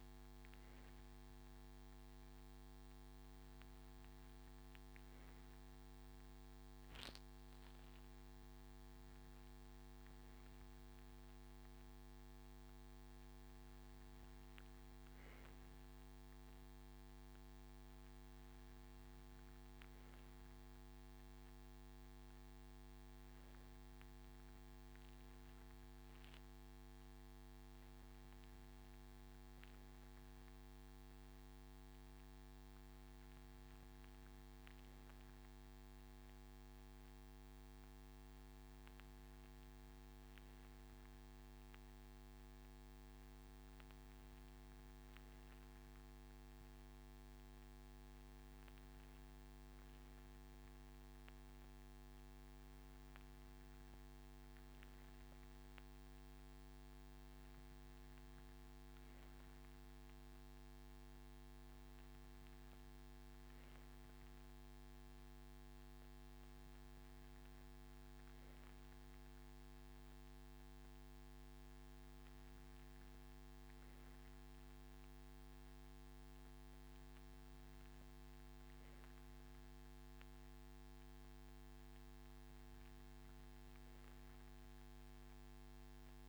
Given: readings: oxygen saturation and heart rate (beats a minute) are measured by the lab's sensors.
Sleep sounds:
breathing in sleep, hard to hear, by a microphone on the trachea; none
none scored
From the record:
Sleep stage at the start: N3 (deep sleep); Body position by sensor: on the right side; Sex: male

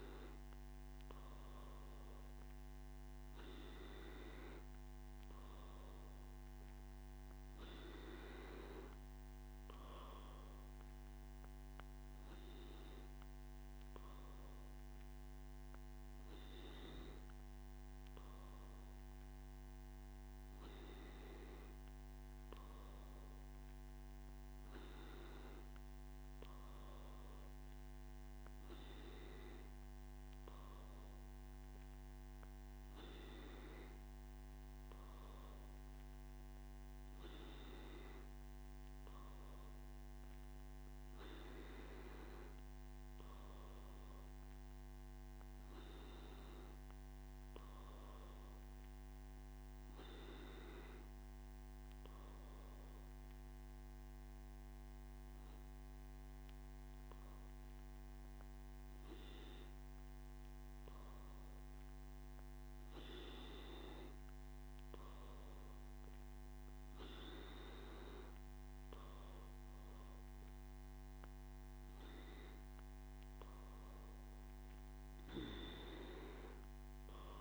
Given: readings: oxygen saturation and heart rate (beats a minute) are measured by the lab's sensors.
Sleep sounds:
breathing in sleep by a microphone on the trachea; none
none scored
From the record:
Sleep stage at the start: N1 (lightest sleep); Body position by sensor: on the back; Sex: male

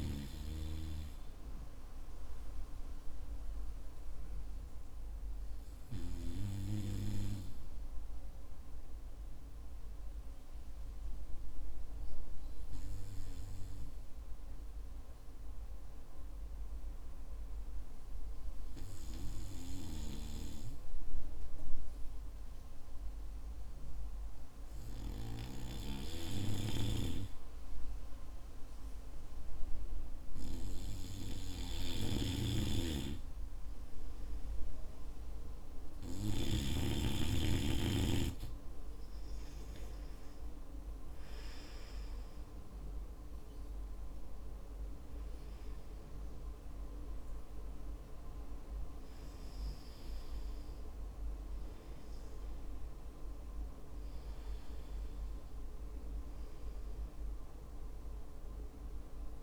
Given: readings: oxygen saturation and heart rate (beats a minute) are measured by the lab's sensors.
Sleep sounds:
breathing in sleep by a room microphone; 1
4.50-32.00 s: hypopnea (oxygen 96% before, 93% lowest, heart rate 56 before, 51 extreme, up 4 after)
34.00-37.00 s: arousal
From the record:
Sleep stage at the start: N2 (light sleep); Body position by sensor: on the back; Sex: male

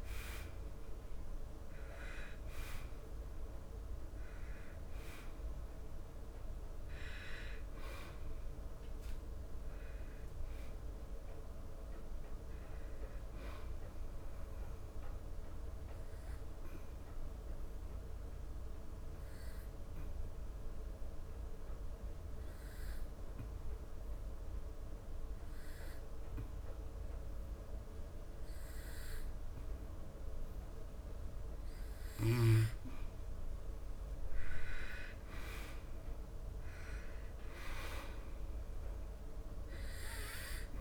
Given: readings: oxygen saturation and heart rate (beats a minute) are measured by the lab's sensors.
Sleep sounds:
breathing in sleep by a room microphone; 1
0.00-21.00 s: oxygen desaturation (device-marked, oxygen 91% lowest, heart rate 74 extreme)
14.50-32.00 s: obstructive apnea (oxygen 96% before, 89% lowest, heart rate 85 before, 72 extreme, up 6 after)
34.00-37.50 s: arousal
37.00-40.81 s: oxygen desaturation (device-marked, oxygen 99% before, 92% lowest, heart rate 76 before, 69 extreme)
From the record:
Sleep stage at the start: N2 (light sleep); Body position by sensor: on the back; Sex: male

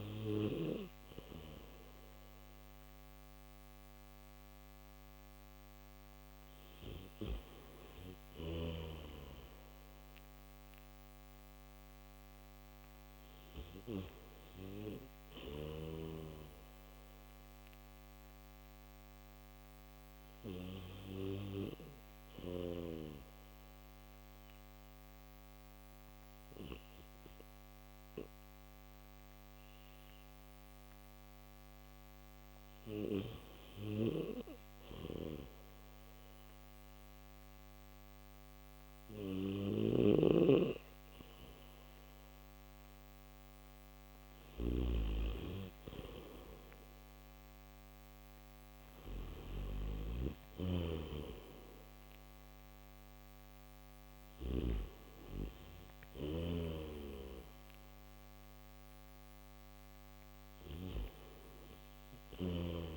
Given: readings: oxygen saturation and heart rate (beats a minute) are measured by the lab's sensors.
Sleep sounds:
breathing in sleep by a microphone on the trachea; none
28.50-62.97 s: new sleep stage, N1 (lightest sleep)
34.50-54.50 s: snoring (device-marked)
From the record:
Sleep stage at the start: N3 (deep sleep); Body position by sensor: on the back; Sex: male

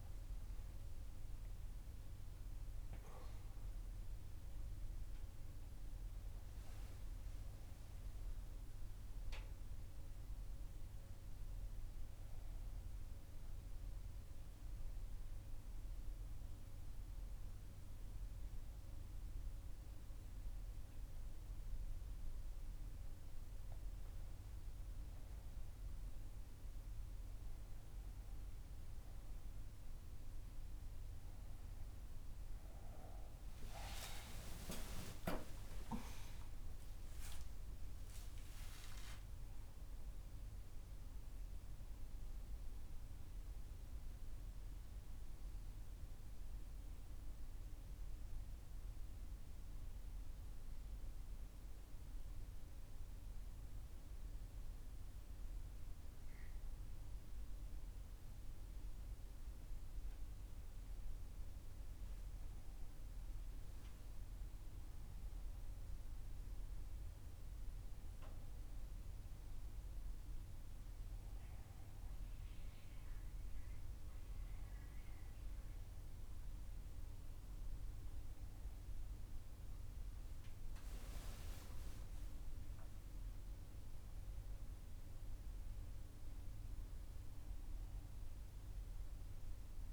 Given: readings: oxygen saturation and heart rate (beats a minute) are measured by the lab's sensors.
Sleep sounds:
a person partly awake in a sleep study, hard to hear, by a room microphone; 2
1.50-89.93 s: new sleep stage, N1 (lightest sleep)
13.50-23.50 s: mixed apnea (oxygen 98% before, 89% lowest, heart rate 64 before, 48 extreme, up 2 after)
26.00-29.50 s: arousal
33.50-51.50 s: oxygen desaturation (device-marked, oxygen 98% before, 91% lowest, heart rate 60 before, 49 extreme)
34.50-36.50 s: long interval between heartbeats (device-marked, heart rate 60 before, 62 extreme)
37.00-39.00 s: long interval between heartbeats (device-marked, heart rate 60 before, 56 extreme)
48.00-63.50 s: hypopnea (oxygen 99% before, 89% lowest, heart rate 59 before, 60 extreme, up 2 after)
65.50-69.00 s: arousal
69.50-89.50 s: oxygen desaturation (device-marked, oxygen 98% before, 89% lowest, heart rate 61 before, 59 extreme)
From the record:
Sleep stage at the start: awake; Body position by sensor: on the back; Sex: female

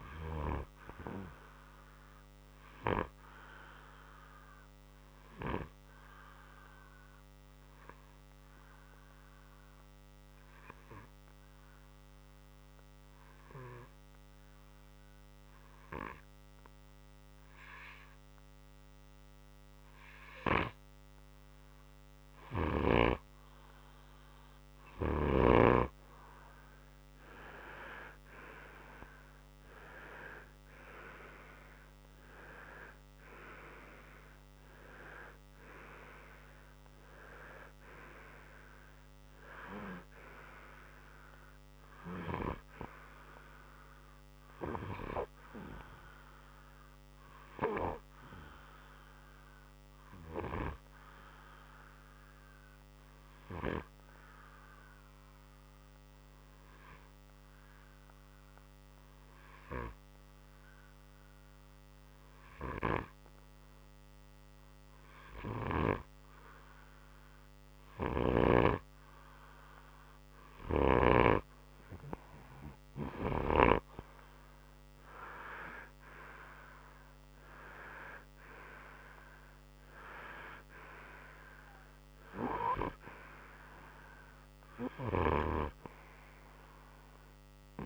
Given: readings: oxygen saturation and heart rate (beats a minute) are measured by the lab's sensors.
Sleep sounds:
breathing in sleep by a microphone on the trachea; 2
0.00-21.00 s: oxygen desaturation (device-marked, oxygen 97% before, 90% lowest, heart rate 61 before, 58 extreme)
3.00-23.00 s: obstructive apnea (oxygen 97% before, 90% lowest, heart rate 62 before, 59 extreme, up 5 after)
25.50-29.00 s: arousal
49.00-62.00 s: oxygen desaturation (device-marked, oxygen 94% before, 91% lowest, heart rate 65 before, 57 extreme)
49.00-68.00 s: obstructive apnea (oxygen 96% before, 91% lowest, heart rate 65 before, 57 extreme, up 6 after)
75.00-79.00 s: arousal
From the record:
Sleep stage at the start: N2 (light sleep); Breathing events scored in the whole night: 265 in 4.4 hours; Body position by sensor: on the right side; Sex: male

